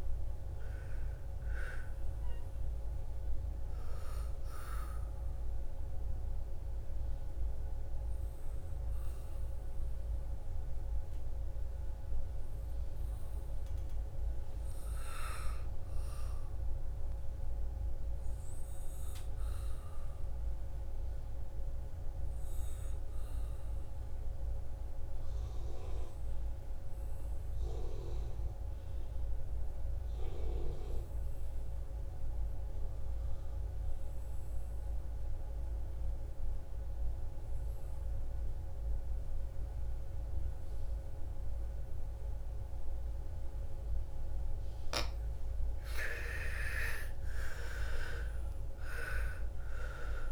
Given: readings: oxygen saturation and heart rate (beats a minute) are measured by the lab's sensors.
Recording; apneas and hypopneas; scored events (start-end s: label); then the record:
breathing in sleep by a room microphone; 1
0.00-14.00 s: oxygen desaturation (device-marked, oxygen 81% lowest, heart rate 54 extreme)
17.50-43.50 s: obstructive apnea (oxygen 99% before, 77% lowest, heart rate 62 before, 55 extreme, up 53 after)
35.00-50.32 s: oxygen desaturation (device-marked, oxygen 98% before, 77% lowest, heart rate 60 before, 56 extreme)
45.00-49.00 s: arousal
From the record:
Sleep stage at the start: N2 (light sleep); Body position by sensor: on the back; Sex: female